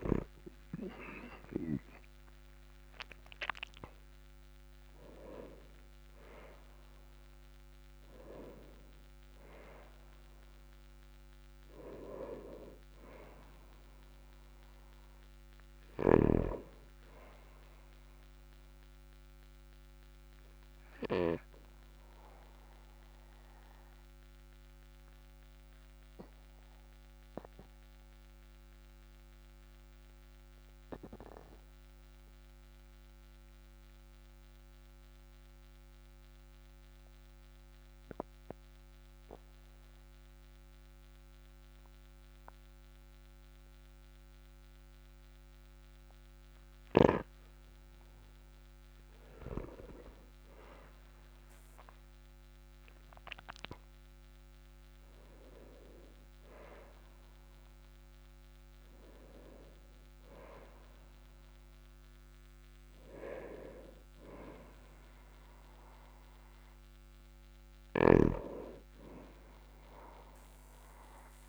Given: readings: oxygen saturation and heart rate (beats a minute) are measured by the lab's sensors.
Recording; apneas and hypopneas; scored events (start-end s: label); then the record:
breathing in sleep by a microphone on the trachea; 1
1.50-5.50 s: arousal
15.50-36.50 s: oxygen desaturation (device-marked, oxygen 98% before, 94% lowest, heart rate 51 before, 42 extreme)
20.50-48.50 s: obstructive apnea (oxygen 99% before, 94% lowest, heart rate 51 before, 42 extreme, up 10 after)
50.50-54.00 s: arousal
69.50-71.49 s: oxygen desaturation (device-marked, oxygen 98% before, 95% lowest, heart rate 53 before, 44 extreme)
From the record:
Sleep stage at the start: N2 (light sleep); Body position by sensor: on the back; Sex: male